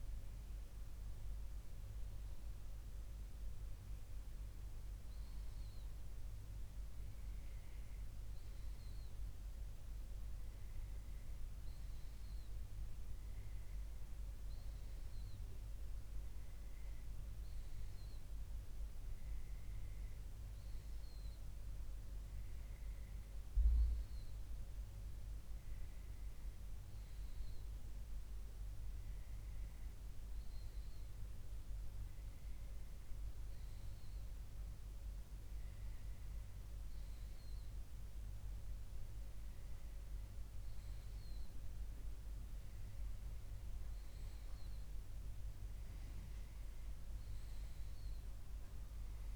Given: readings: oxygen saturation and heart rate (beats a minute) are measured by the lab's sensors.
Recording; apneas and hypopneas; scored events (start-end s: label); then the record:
breathing in sleep, hard to hear, by a room microphone; none
none scored
From the record:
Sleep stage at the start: N2 (light sleep); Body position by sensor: on the left side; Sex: male